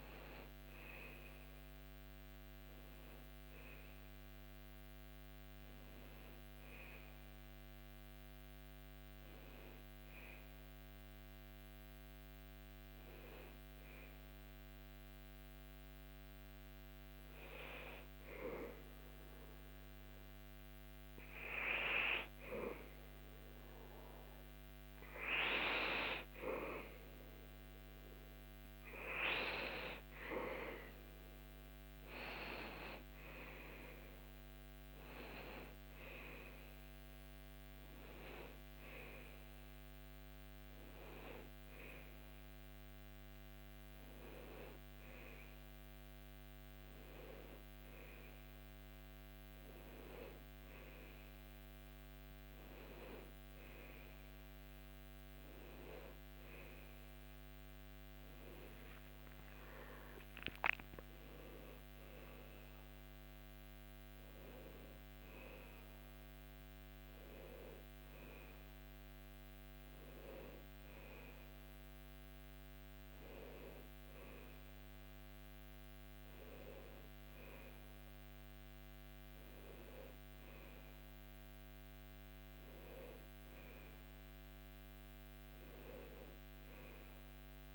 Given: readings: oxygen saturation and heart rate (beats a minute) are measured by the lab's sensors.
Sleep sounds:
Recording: breathing in sleep by a microphone on the trachea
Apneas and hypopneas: 1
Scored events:
6.50-23.00 s: hypopnea (oxygen 98% before, 96% lowest, heart rate 78 before, 75 extreme, up 2 after)
24.50-27.50 s: arousal
From the record:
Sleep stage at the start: N2 (light sleep)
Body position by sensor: on the back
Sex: male

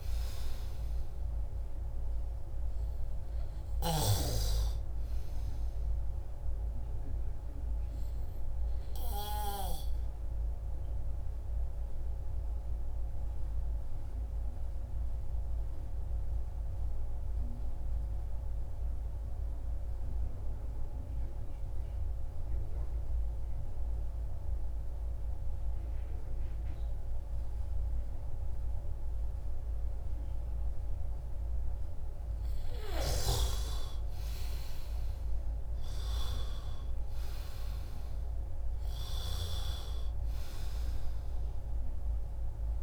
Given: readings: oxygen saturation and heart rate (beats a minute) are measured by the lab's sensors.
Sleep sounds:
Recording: breathing in sleep by a room microphone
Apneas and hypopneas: 1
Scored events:
0.00-4.00 s: snoring (device-marked)
0.00-21.50 s: oxygen desaturation (device-marked, oxygen 90% lowest, heart rate 58 extreme)
6.50-31.50 s: obstructive apnea (oxygen 99% before, 90% lowest, heart rate 66 before, 58 extreme, up 12 after)
32.00-36.00 s: arousal
33.50-42.83 s: oxygen desaturation (device-marked, oxygen 99% before, 90% lowest, heart rate 62 before, 57 extreme)
From the record:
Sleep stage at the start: N2 (light sleep)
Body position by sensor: on the back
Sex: male

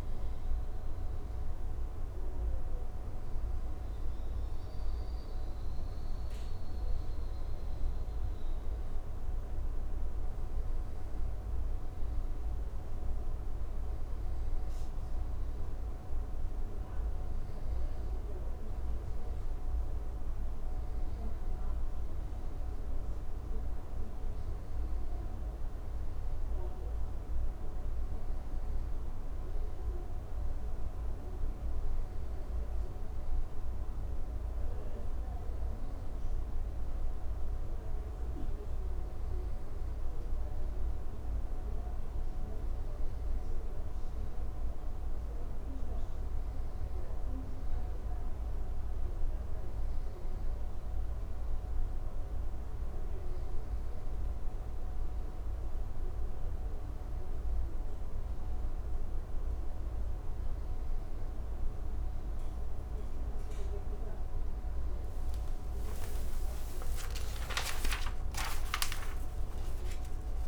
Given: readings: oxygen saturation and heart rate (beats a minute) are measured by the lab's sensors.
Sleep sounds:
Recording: breathing in sleep, hard to hear, by a room microphone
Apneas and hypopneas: none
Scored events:
63.00-70.48 s: new sleep stage, awake
From the record:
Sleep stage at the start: N2 (light sleep)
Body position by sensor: on the back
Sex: male

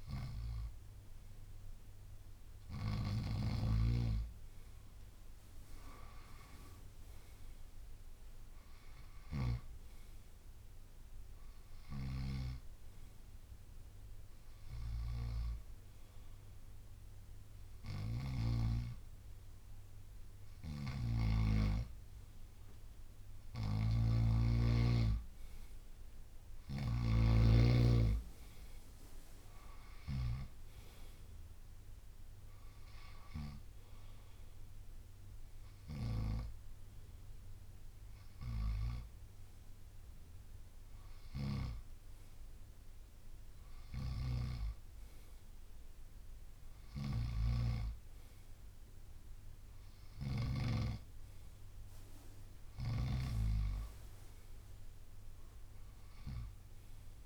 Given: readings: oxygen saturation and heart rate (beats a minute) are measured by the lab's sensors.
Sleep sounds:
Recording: breathing in sleep by a room microphone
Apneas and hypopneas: none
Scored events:
23.50-27.00 s: snoring (device-marked)
30.00-34.00 s: arousal
31.00-50.00 s: oxygen desaturation (device-marked, oxygen 95% before, 92% lowest, heart rate 68 before, 62 extreme)
From the record:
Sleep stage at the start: N2 (light sleep)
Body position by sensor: on the right side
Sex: male

